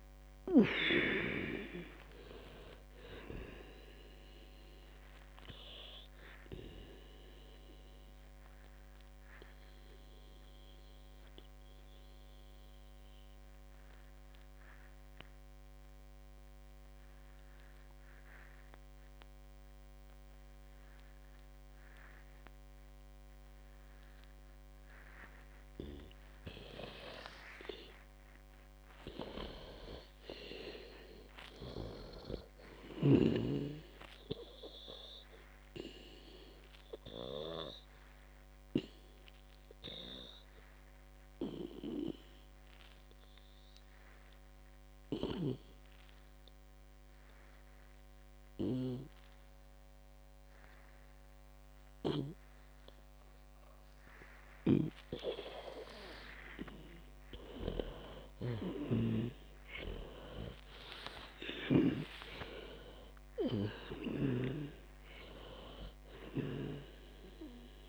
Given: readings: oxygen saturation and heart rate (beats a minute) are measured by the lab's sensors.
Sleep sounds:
breathing in sleep by a microphone on the trachea; 2
0.00-25.00 s: oxygen desaturation (device-marked, oxygen 90% lowest, heart rate 55 extreme)
8.50-27.00 s: obstructive apnea (oxygen 97% before, 90% lowest, heart rate 77 before, 55 extreme, up 22 after)
28.00-31.50 s: arousal
35.00-51.00 s: oxygen desaturation (device-marked, oxygen 98% before, 94% lowest, heart rate 62 before, 56 extreme)
37.00-56.50 s: obstructive apnea (oxygen 98% before, 90% lowest, heart rate 64 before, 55 extreme, up 49 after)
55.00-65.00 s: snoring (device-marked)
58.00-62.50 s: arousal
60.00-67.89 s: oxygen desaturation (device-marked, oxygen 97% before, 93% lowest, heart rate 60 before, 55 extreme)
From the record:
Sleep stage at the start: N2 (light sleep); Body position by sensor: on the back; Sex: female

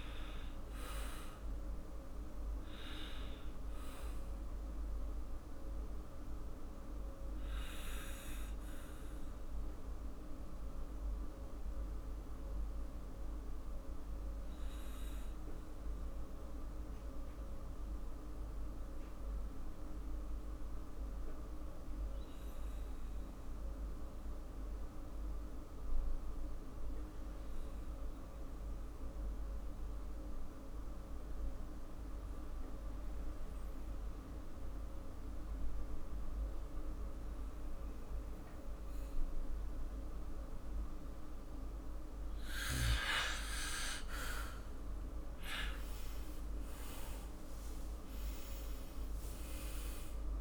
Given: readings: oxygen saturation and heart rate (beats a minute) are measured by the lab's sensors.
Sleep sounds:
breathing in sleep, hard to hear, by a room microphone; 1
0.00-2.50 s: arousal
6.00-41.50 s: obstructive apnea (oxygen 99% before, 95% lowest, heart rate 58 before, 51 extreme, up 12 after)
46.00-50.41 s: arousal
From the record:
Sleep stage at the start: N2 (light sleep); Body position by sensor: on the back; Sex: male

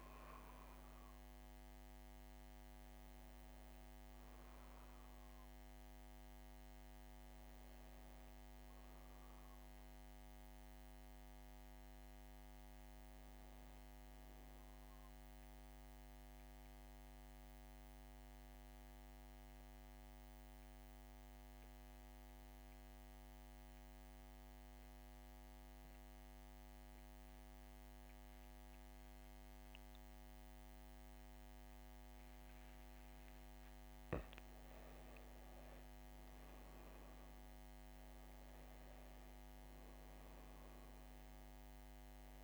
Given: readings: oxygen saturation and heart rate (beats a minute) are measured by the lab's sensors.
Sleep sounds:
breathing in sleep, hard to hear, by a microphone on the trachea; 2
16.00-32.50 s: mixed apnea (oxygen 100% before, 94% lowest, heart rate 77 before, 56 extreme, up 5 after)
34.00-34.50 s: mixed apnea (oxygen 100% before, 94% lowest, heart rate 59 before, 56 extreme, up 5 after)
34.50-39.00 s: arousal
34.50-42.44 s: oxygen desaturation (device-marked, oxygen 98% before, 94% lowest, heart rate 58 before, 56 extreme)
From the record:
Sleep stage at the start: N2 (light sleep); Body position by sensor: on the back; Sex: female

